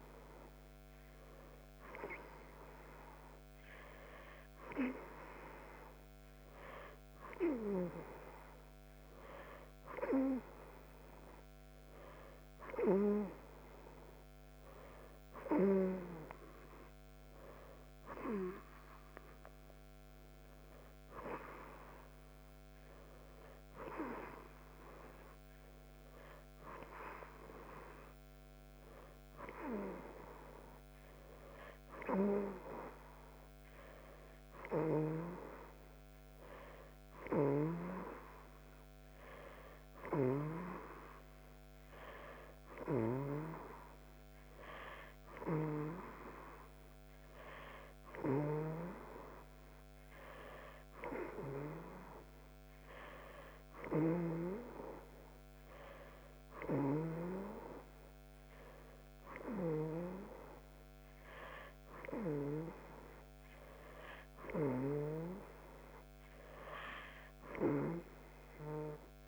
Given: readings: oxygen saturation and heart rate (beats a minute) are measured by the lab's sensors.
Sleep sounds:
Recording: breathing in sleep by a microphone on the trachea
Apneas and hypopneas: none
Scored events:
none scored
From the record:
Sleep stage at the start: N2 (light sleep)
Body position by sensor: on the right side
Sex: female

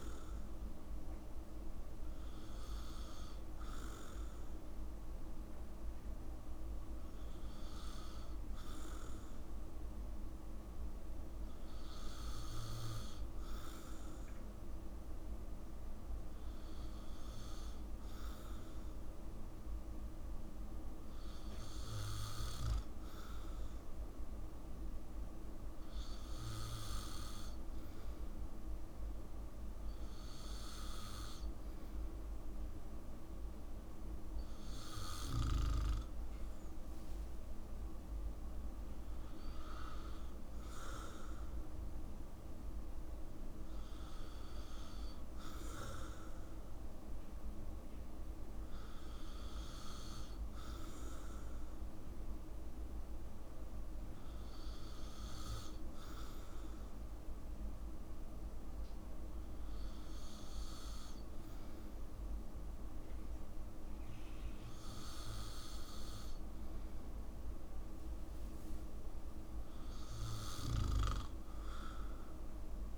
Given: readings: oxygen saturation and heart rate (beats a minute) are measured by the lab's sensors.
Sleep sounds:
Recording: breathing in sleep, hard to hear, by a room microphone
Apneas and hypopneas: none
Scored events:
68.00-70.00 s: long interval between heartbeats (device-marked, heart rate 64 before, 78 extreme)
68.50-72.00 s: arousal
From the record:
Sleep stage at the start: N2 (light sleep)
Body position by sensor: on the back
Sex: male

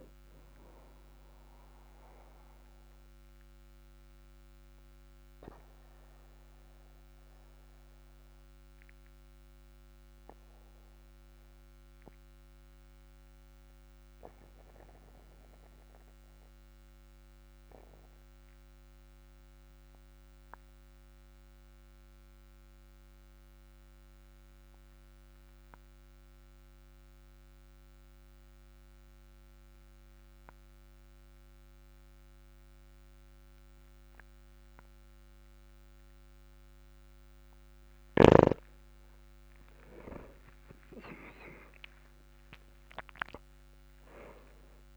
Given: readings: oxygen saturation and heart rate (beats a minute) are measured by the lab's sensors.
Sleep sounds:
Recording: breathing in sleep by a microphone on the trachea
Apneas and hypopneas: 1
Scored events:
0.00-5.00 s: oxygen desaturation (device-marked, oxygen 95% lowest, heart rate 43 extreme)
2.00-37.50 s: obstructive apnea (oxygen 99% before, 91% lowest, heart rate 50 before, 43 extreme, up 7 after)
39.50-44.50 s: arousal
40.00-44.97 s: oxygen desaturation (device-marked, oxygen 98% before, 91% lowest, heart rate 47 before, 46 extreme)
From the record:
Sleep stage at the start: N2 (light sleep)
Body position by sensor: on the back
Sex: male

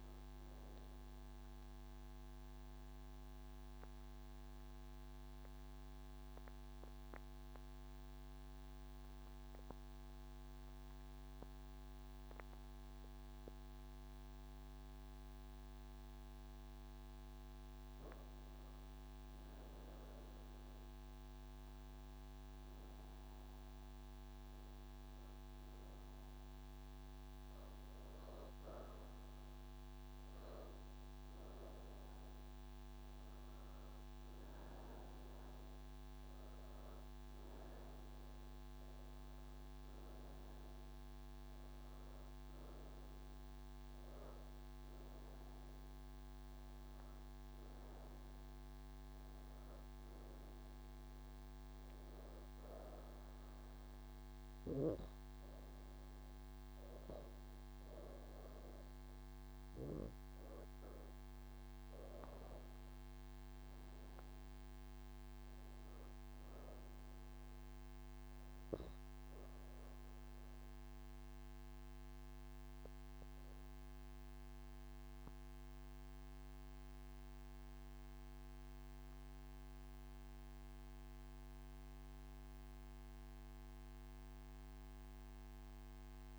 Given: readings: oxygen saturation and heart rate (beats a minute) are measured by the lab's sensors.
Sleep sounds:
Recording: breathing in sleep, hard to hear, by a microphone on the trachea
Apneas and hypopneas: none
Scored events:
40.50-66.50 s: oxygen desaturation (device-marked, oxygen 97% before, 93% lowest)
From the record:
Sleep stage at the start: N2 (light sleep)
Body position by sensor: on the right side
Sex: female

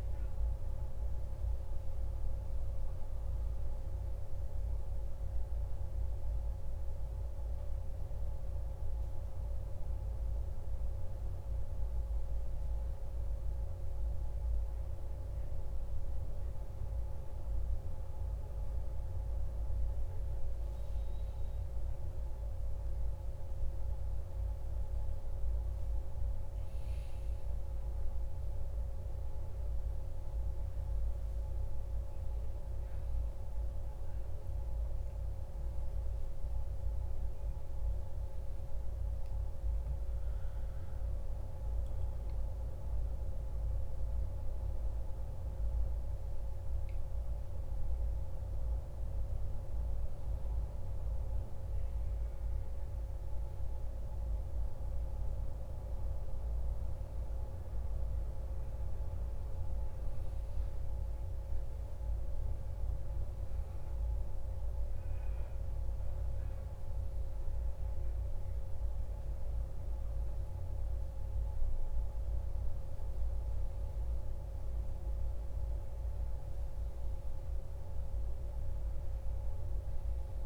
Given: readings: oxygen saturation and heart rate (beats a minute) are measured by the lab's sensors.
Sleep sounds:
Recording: a person partly awake in a sleep study, hard to hear, by a room microphone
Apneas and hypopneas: none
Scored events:
2.00-80.45 s: new sleep stage, N1 (lightest sleep)
32.00-36.50 s: arousal
From the record:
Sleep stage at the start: awake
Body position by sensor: on the back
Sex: male

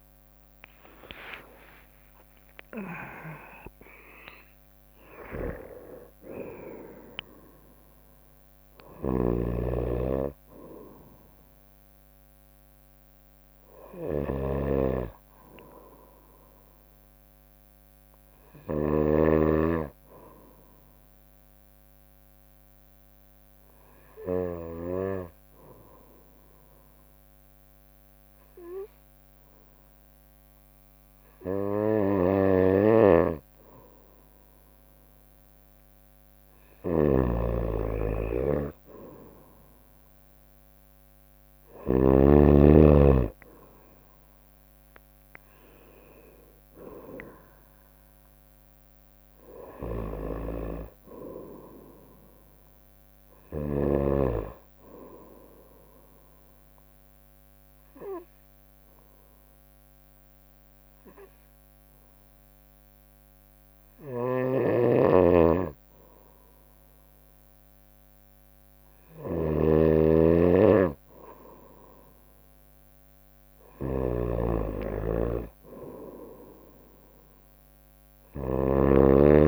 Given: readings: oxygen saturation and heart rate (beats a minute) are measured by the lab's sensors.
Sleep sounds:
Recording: breathing in sleep by a microphone on the trachea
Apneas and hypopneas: 2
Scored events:
0.00-1.50 s: arousal
0.00-13.00 s: drop in pulse transit time (device-marked, heart rate 62 extreme)
0.00-14.00 s: oxygen desaturation (device-marked, oxygen 93% lowest, heart rate 58 extreme)
1.50-3.50 s: long interval between heartbeats (device-marked, heart rate 61 before, 89 extreme)
9.00-19.00 s: snoring (device-marked)
13.00-25.00 s: bradycardia (device-marked, heart rate 66 before, 58 extreme)
20.00-35.00 s: obstructive apnea (oxygen 97% before, 94% lowest, heart rate 71 before, 59 extreme, up 2 after)
26.00-29.00 s: bradycardia (device-marked, heart rate 65 before, 59 extreme)
32.00-36.00 s: bradycardia (device-marked, heart rate 65 before, 59 extreme)
35.00-39.00 s: arousal
36.50-42.00 s: snoring (device-marked)
56.50-69.50 s: obstructive apnea (oxygen 97% before, 94% lowest, heart rate 62 before, 58 extreme, up 0 after)
64.00-79.47 s: snoring (device-marked)
69.00-76.00 s: bradycardia (device-marked, heart rate 65 before, 59 extreme)
71.50-76.00 s: arousal
From the record:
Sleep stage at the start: N2 (light sleep)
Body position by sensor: on the right side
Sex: female

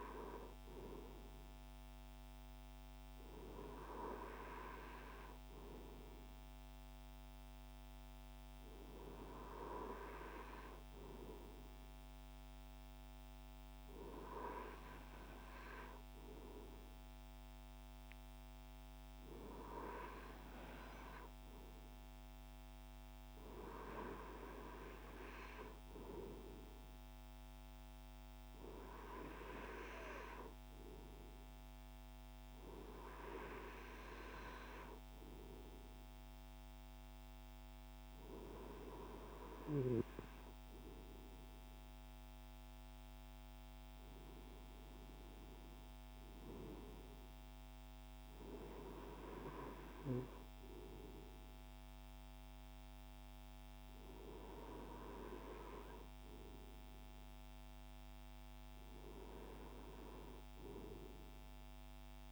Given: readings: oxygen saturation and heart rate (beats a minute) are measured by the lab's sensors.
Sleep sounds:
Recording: breathing in sleep by a microphone on the trachea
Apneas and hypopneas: none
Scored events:
none scored
From the record:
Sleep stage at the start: N2 (light sleep)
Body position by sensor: on the right side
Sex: male

